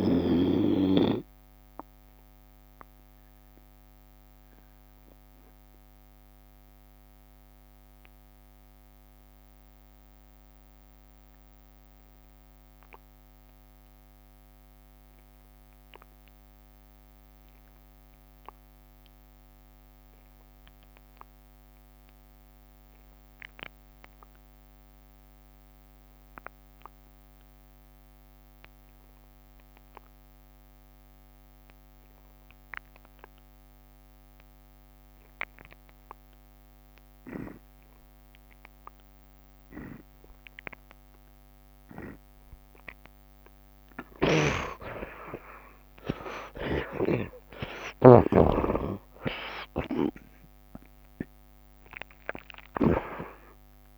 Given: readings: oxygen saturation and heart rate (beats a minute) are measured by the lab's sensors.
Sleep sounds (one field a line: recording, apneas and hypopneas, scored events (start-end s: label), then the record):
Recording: breathing in sleep by a microphone on the trachea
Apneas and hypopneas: 1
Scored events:
0.00-17.50 s: oxygen desaturation (device-marked, oxygen 51% lowest, heart rate 71 extreme)
2.00-43.00 s: mixed apnea (oxygen 60% before, 49% lowest, heart rate 90 before, 64 extreme, up 6 after)
19.50-53.98 s: oxygen desaturation (device-marked, oxygen 85% before, 49% lowest, heart rate 80 before, 64 extreme)
44.50-53.50 s: snoring (device-marked)
45.00-51.00 s: arousal
50.00-52.00 s: long interval between heartbeats (device-marked, heart rate 75 before, 80 extreme)
From the record:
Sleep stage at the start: N2 (light sleep)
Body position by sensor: on the right side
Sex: male